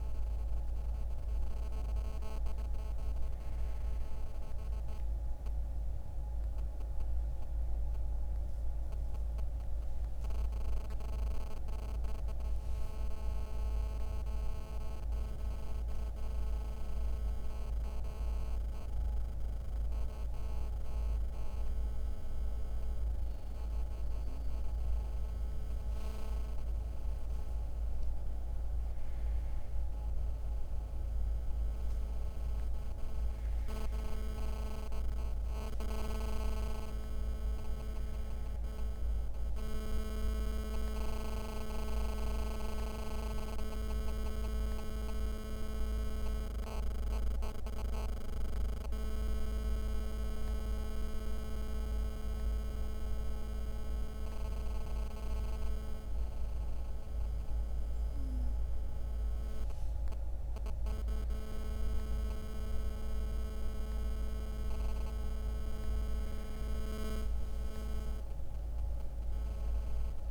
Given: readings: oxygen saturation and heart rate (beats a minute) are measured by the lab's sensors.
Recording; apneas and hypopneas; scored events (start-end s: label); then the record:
breathing in sleep by a room microphone; 2
0.00-3.00 s: arousal
16.00-26.00 s: hypopnea (oxygen 95% before, 92% lowest, heart rate 70 before, 63 extreme, up 3 after)
28.50-33.00 s: arousal
34.50-51.50 s: oxygen desaturation (device-marked, oxygen 95% before, 92% lowest, heart rate 65 before, 63 extreme)
42.00-53.50 s: hypopnea (oxygen 95% before, 92% lowest, heart rate 65 before, 63 extreme, up 0 after)
66.50-70.31 s: oxygen desaturation (device-marked, oxygen 96% before, 92% lowest, heart rate 64 before, 64 extreme)
From the record:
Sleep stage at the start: N1 (lightest sleep); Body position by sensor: on the back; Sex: male